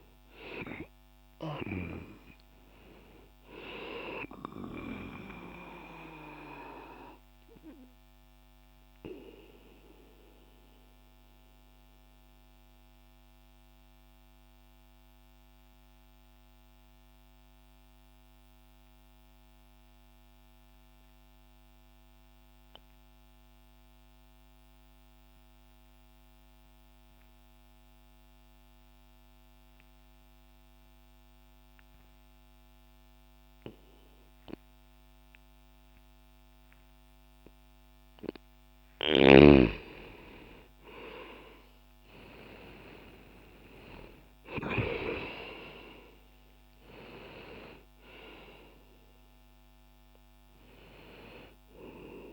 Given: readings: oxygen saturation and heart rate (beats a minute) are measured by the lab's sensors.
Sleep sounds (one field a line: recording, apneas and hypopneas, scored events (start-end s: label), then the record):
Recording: breathing in sleep by a microphone on the trachea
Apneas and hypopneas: 1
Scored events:
8.50-37.50 s: mixed apnea (oxygen 97% before, 85% lowest, heart rate 65 before, 60 extreme, up 1 after)
19.50-32.50 s: oxygen desaturation (device-marked, oxygen 96% before, 87% lowest, heart rate 60 before, 60 extreme)
39.00-43.00 s: arousal
From the record:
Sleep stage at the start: N2 (light sleep)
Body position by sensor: on the left side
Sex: male